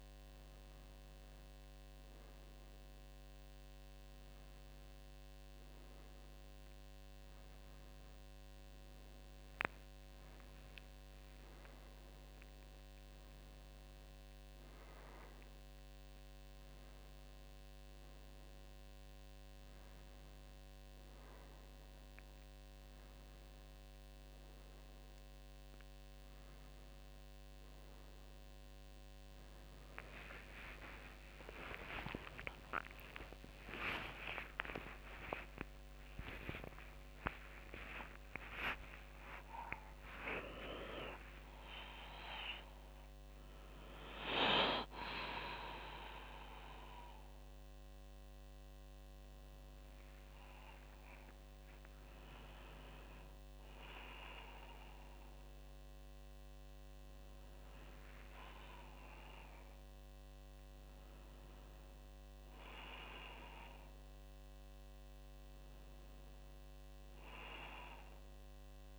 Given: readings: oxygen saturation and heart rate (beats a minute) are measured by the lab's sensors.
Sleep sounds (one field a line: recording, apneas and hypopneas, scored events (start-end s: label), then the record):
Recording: a person awake in a sleep study, by a microphone on the trachea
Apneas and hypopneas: none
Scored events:
4.00-68.99 s: new sleep stage, awake
30.00-38.00 s: tachycardia (device-marked, heart rate 58 before, 151 extreme)
32.00-34.00 s: long interval between heartbeats (device-marked, heart rate 63 before, 74 extreme)
35.50-37.50 s: long interval between heartbeats (device-marked, heart rate 69 before, 139 extreme)
38.50-40.50 s: long interval between heartbeats (device-marked, heart rate 81 before, 148 extreme)
From the record:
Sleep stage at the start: N2 (light sleep)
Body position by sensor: on the back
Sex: female